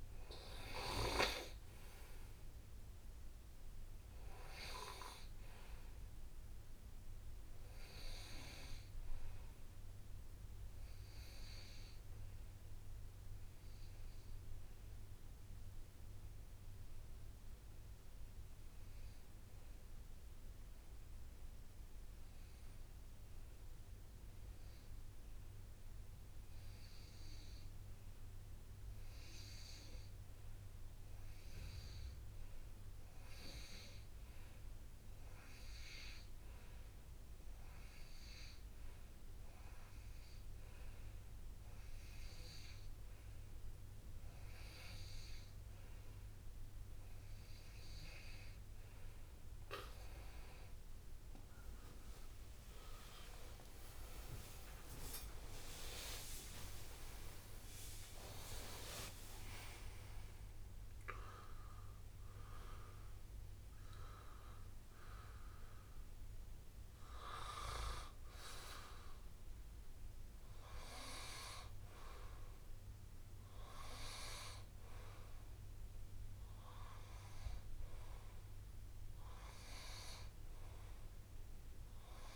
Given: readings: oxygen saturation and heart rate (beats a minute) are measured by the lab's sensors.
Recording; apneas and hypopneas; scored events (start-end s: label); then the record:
breathing in sleep by a room microphone; 1
12.50-31.00 s: obstructive apnea (oxygen 96% before, 93% lowest, heart rate 75 before, 64 extreme, up 4 after)
33.50-37.50 s: arousal
40.00-58.00 s: oxygen desaturation (device-marked, oxygen 98% before, 93% lowest, heart rate 67 before, 62 extreme)
53.50-55.50 s: long interval between heartbeats (device-marked, heart rate 69 before, 81 extreme)
54.50-60.00 s: arousal
From the record:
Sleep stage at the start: N2 (light sleep); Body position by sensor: on the right side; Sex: male